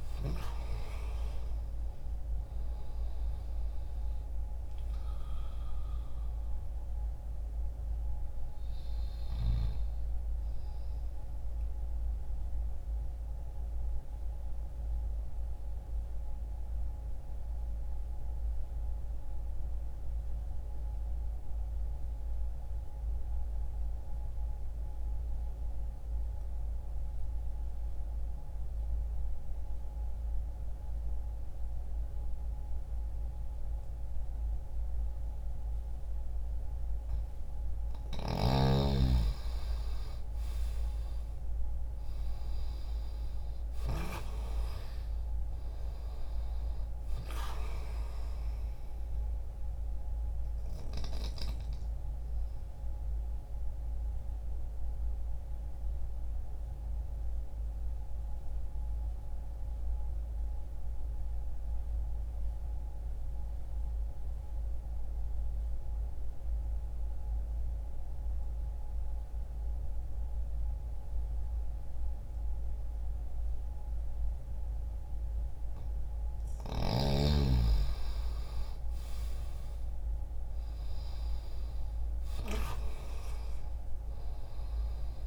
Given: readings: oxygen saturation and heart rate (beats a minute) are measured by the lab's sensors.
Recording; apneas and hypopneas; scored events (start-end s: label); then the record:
breathing in sleep by a room microphone; 2
1.00-7.00 s: oxygen desaturation (device-marked, oxygen 97% before, 92% lowest, heart rate 60 before, 60 extreme)
12.00-36.50 s: mixed apnea (oxygen 97% before, 86% lowest, heart rate 60 before, 60 extreme, up 0 after)
21.00-31.00 s: oxygen desaturation (device-marked, oxygen 94% before, 89% lowest, heart rate 60 before, 60 extreme)
38.50-43.00 s: arousal
39.00-53.00 s: oxygen desaturation (device-marked, oxygen 97% before, 91% lowest, heart rate 60 before, 60 extreme)
49.00-75.00 s: obstructive apnea (oxygen 97% before, 86% lowest, heart rate 60 before, 60 extreme, up 0 after)
64.00-75.00 s: oxygen desaturation (device-marked, oxygen 92% before, 86% lowest, heart rate 60 before, 60 extreme)
77.50-82.00 s: arousal
From the record:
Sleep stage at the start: N2 (light sleep); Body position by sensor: on the left side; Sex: male